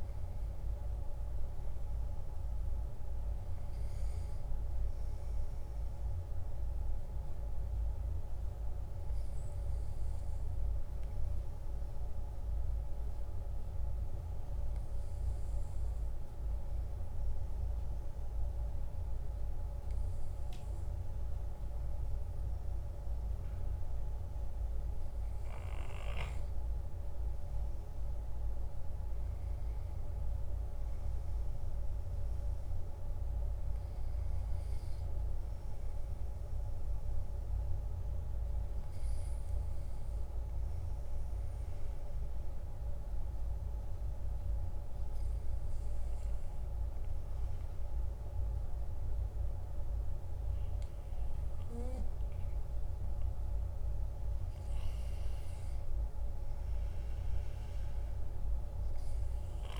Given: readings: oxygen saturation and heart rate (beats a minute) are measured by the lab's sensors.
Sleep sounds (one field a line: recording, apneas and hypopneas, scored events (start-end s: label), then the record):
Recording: breathing in sleep, hard to hear, by a room microphone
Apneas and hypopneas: 2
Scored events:
8.00-24.00 s: obstructive apnea (oxygen 96% before, 94% lowest, heart rate 54 before, 44 extreme, up 15 after)
25.50-29.00 s: arousal
41.00-54.00 s: obstructive apnea (oxygen 98% before, 95% lowest, heart rate 54 before, 46 extreme, up 11 after)
55.50-58.50 s: arousal
From the record:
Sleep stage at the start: N2 (light sleep)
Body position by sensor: on the back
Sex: male